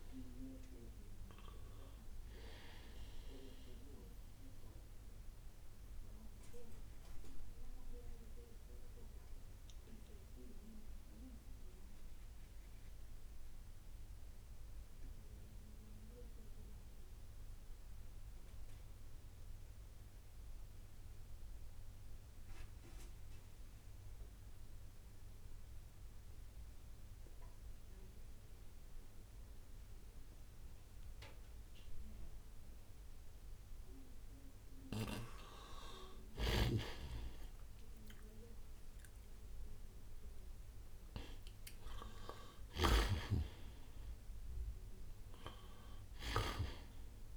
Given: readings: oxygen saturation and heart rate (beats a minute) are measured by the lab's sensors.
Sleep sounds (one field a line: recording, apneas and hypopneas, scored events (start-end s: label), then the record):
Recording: breathing in sleep by a room microphone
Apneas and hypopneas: 1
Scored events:
0.00-25.00 s: oxygen desaturation (device-marked, oxygen 90% lowest, heart rate 64 extreme)
5.00-34.00 s: mixed apnea (oxygen 99% before, 84% lowest, heart rate 69 before, 64 extreme, up 24 after)
35.00-47.37 s: oxygen desaturation (device-marked, oxygen 96% before, 84% lowest, heart rate 66 before, 60 extreme)
36.00-40.50 s: arousal
36.50-43.00 s: snoring (device-marked)
From the record:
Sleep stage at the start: N2 (light sleep)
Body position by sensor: on the right side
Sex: male